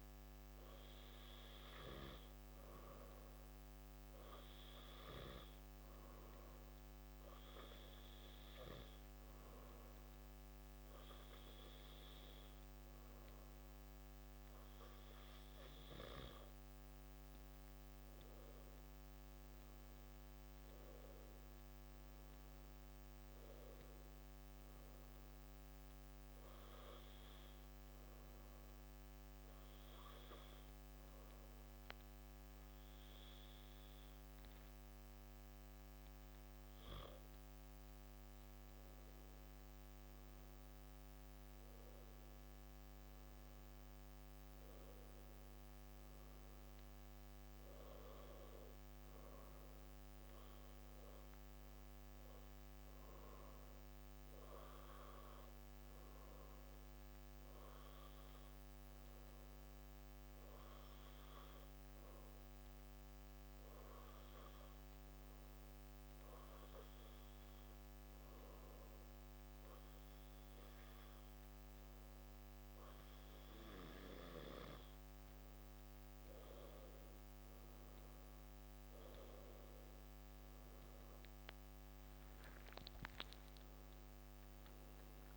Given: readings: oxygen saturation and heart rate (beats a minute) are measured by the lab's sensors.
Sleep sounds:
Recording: breathing in sleep by a microphone on the trachea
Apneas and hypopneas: 3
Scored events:
4.00-15.00 s: hypopnea (oxygen 96% before, 94% lowest)
17.00-21.00 s: arousal
25.00-37.50 s: hypopnea (oxygen 95% before, 93% lowest)
39.00-43.50 s: arousal
58.50-74.50 s: obstructive apnea (oxygen 96% before, 92% lowest)
77.00-81.50 s: arousal
From the record:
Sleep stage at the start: N2 (light sleep)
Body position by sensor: on the back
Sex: male

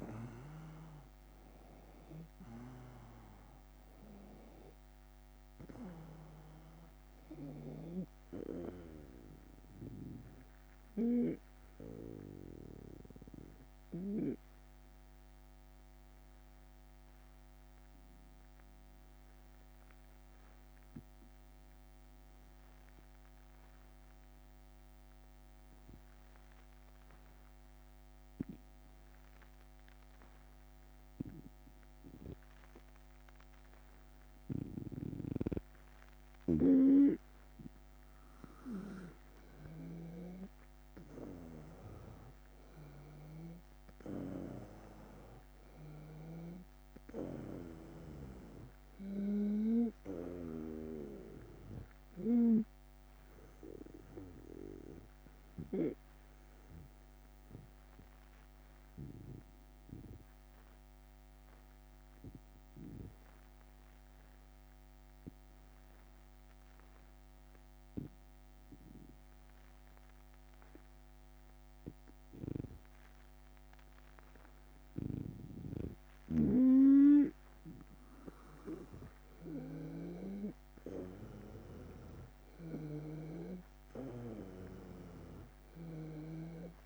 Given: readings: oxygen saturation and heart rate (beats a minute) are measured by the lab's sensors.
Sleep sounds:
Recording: breathing in sleep by a microphone on the trachea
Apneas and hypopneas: 2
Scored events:
0.00-5.00 s: oxygen desaturation (device-marked, oxygen 91% lowest, heart rate 75 extreme)
0.00-11.00 s: drop in pulse transit time (device-marked, heart rate 80 extreme)
16.50-34.50 s: obstructive apnea (oxygen 95% before, 91% lowest, heart rate 81 before, 75 extreme, up 4 after)
34.00-39.50 s: snoring (device-marked)
39.00-44.00 s: arousal
57.50-74.50 s: obstructive apnea (oxygen 97% before, 92% lowest, heart rate 80 before, 77 extreme, up 3 after)
74.50-86.86 s: snoring (device-marked)
78.00-81.50 s: arousal
79.00-86.86 s: oxygen desaturation (device-marked, oxygen 97% before, 92% lowest, heart rate 77 before, 77 extreme)
81.00-86.86 s: drop in pulse transit time (device-marked, heart rate 77 before, 80 extreme)
From the record:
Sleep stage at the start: N2 (light sleep)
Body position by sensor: on the right side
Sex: male

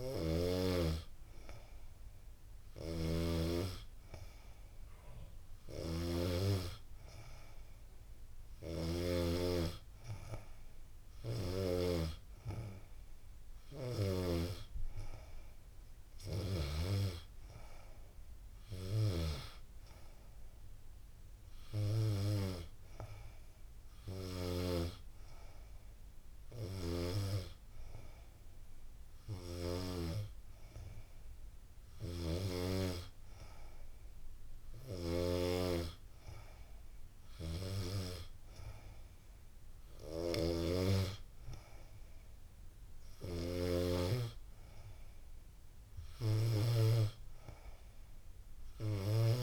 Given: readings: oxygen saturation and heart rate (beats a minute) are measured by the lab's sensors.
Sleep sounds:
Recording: breathing in sleep by a room microphone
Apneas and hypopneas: none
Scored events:
none scored
From the record:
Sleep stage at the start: N2 (light sleep)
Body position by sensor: on the back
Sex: female

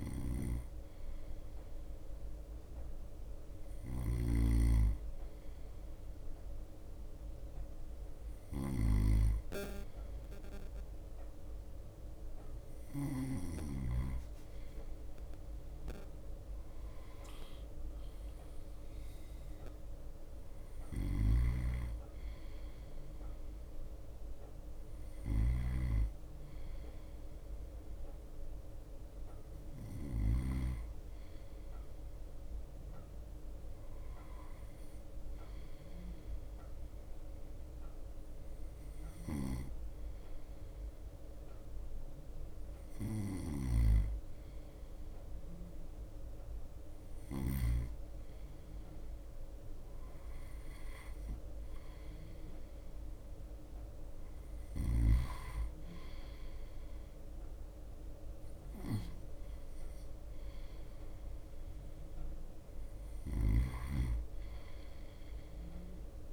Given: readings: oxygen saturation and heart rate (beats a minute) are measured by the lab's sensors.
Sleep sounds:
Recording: breathing in sleep by a room microphone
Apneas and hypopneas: none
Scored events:
0.00-13.50 s: snoring (device-marked)
1.00-14.00 s: bradycardia (device-marked, heart rate 58 before, 57 extreme)
20.00-49.00 s: bradycardia (device-marked, heart rate 58 before, 55 extreme)
21.00-31.00 s: snoring (device-marked)
33.00-42.00 s: drop in pulse transit time (device-marked, heart rate 58 before, 56 extreme)
39.50-48.00 s: snoring (device-marked)
50.00-66.33 s: bradycardia (device-marked, heart rate 58 before, 57 extreme)
57.00-66.33 s: drop in pulse transit time (device-marked, heart rate 57 before, 57 extreme)
63.50-66.33 s: snoring (device-marked)
From the record:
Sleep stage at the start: N2 (light sleep)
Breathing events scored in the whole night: 130 in 4.3 hours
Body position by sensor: on the right side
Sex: male

